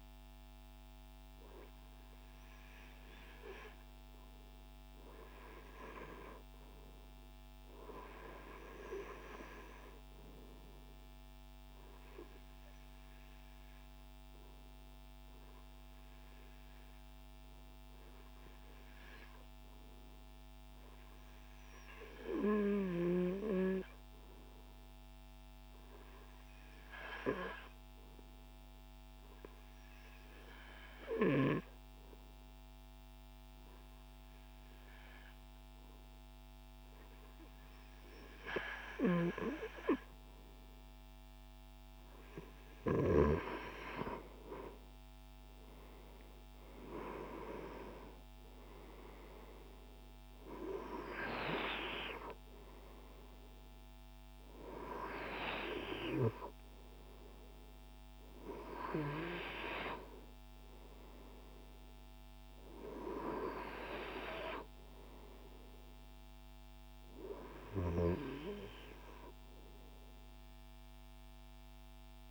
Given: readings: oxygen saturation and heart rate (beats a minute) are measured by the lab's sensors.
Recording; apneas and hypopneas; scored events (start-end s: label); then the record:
breathing in sleep by a microphone on the trachea; 1
16.00-40.00 s: obstructive apnea (oxygen 96% before, 93% lowest, heart rate 59 before, 60 extreme, up 15 after)
44.50-49.00 s: arousal
48.50-60.50 s: oxygen desaturation (device-marked, oxygen 96% before, 93% lowest, heart rate 65 before, 57 extreme)
From the record:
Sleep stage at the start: REM sleep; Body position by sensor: on the front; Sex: male